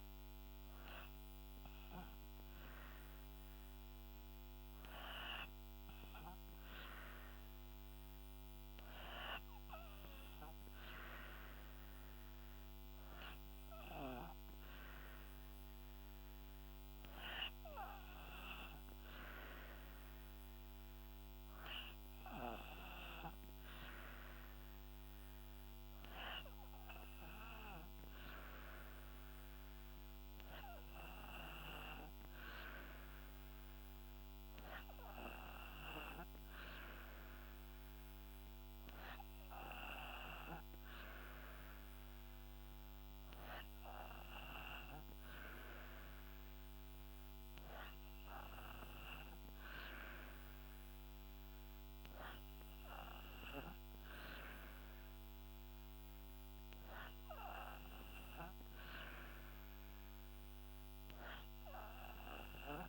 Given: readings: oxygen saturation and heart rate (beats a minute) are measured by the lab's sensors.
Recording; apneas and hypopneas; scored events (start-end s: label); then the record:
breathing in sleep by a microphone on the trachea; none
0.00-1.50 s: oxygen desaturation (device-marked, oxygen 88% lowest, heart rate 64 extreme)
15.50-44.50 s: oxygen desaturation (device-marked, oxygen 97% before, 90% lowest, heart rate 67 before, 70 extreme)
22.50-62.89 s: new sleep stage, N3 (deep sleep)
From the record:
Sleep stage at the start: N2 (light sleep); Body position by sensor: on the back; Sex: female